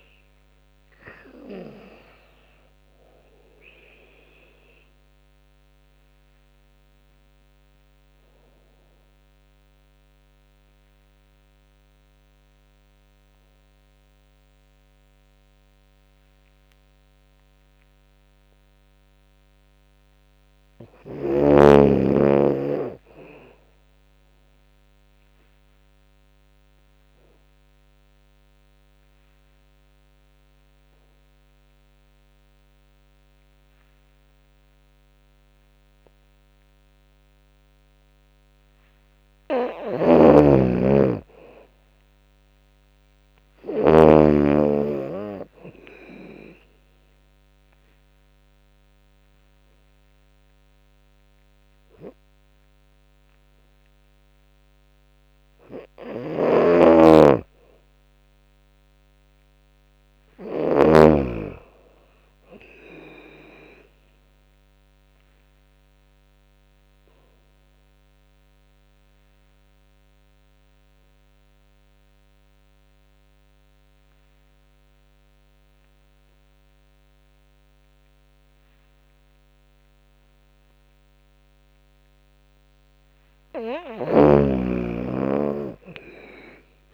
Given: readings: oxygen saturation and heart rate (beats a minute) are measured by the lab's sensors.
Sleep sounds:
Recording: breathing in sleep by a microphone on the trachea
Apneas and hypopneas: 4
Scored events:
0.00-5.50 s: drop in pulse transit time (device-marked, heart rate 77 extreme)
0.00-7.50 s: oxygen desaturation (device-marked, oxygen 94% lowest, heart rate 68 extreme)
4.00-18.50 s: obstructive apnea (oxygen 99% before, 92% lowest, heart rate 80 before, 68 extreme, up 14 after)
19.00-21.50 s: arousal
25.00-37.50 s: obstructive apnea (oxygen 99% before, 91% lowest, heart rate 73 before, 69 extreme, up 12 after)
26.50-39.50 s: oxygen desaturation (device-marked, oxygen 99% before, 94% lowest, heart rate 73 before, 69 extreme)
39.50-43.50 s: snoring (device-marked)
40.00-42.50 s: arousal
41.50-52.50 s: drop in pulse transit time (device-marked, heart rate 76 before, 75 extreme)
46.00-56.50 s: obstructive apnea (oxygen 99% before, 91% lowest, heart rate 76 before, 65 extreme, up 9 after)
46.50-62.50 s: oxygen desaturation (device-marked, oxygen 97% before, 92% lowest, heart rate 76 before, 65 extreme)
55.50-60.50 s: snoring (device-marked)
58.00-61.00 s: arousal
64.50-82.00 s: obstructive apnea (oxygen 97% before, 91% lowest, heart rate 77 before, 65 extreme, up 22 after)
83.50-86.94 s: oxygen desaturation (device-marked, oxygen 98% before, 91% lowest, heart rate 71 before, 65 extreme)
83.50-86.94 s: snoring (device-marked)
84.50-86.94 s: arousal
84.50-86.94 s: drop in pulse transit time (device-marked, heart rate 71 before, 72 extreme)
From the record:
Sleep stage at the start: N2 (light sleep)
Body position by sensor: on the back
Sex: female

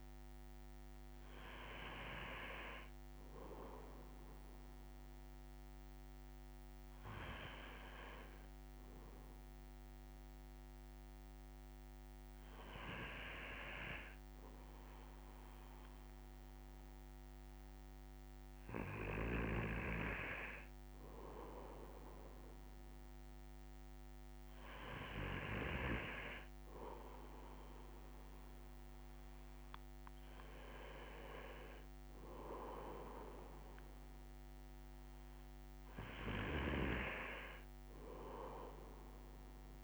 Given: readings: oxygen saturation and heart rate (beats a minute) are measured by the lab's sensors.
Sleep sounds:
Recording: breathing in sleep by a microphone on the trachea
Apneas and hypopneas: none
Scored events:
none scored
From the record:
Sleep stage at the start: N2 (light sleep)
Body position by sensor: on the right side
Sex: male

